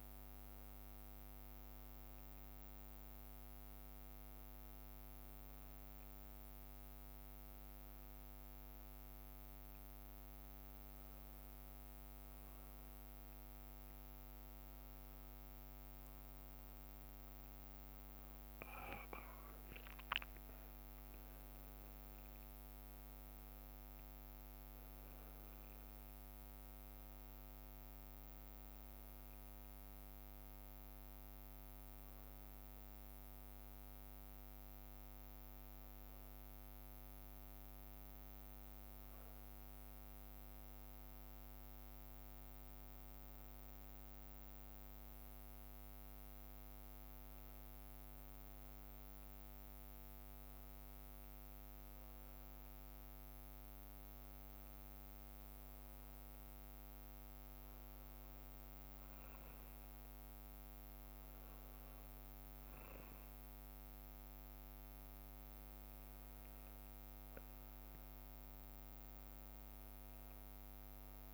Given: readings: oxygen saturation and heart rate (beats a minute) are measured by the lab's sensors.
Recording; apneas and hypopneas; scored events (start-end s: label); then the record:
a person partly awake in a sleep study, hard to hear, by a microphone on the trachea; 1
0.00-18.50 s: bradycardia (device-marked, heart rate 57 extreme)
17.50-71.33 s: new sleep stage, N1 (lightest sleep)
32.50-71.33 s: bradycardia (device-marked, heart rate 70 before, 57 extreme)
48.50-65.50 s: hypopnea (oxygen 96% before, 94% lowest, heart rate 59 before, 57 extreme, up 1 after)
69.50-71.33 s: arousal
From the record:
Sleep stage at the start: awake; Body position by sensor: on the back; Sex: male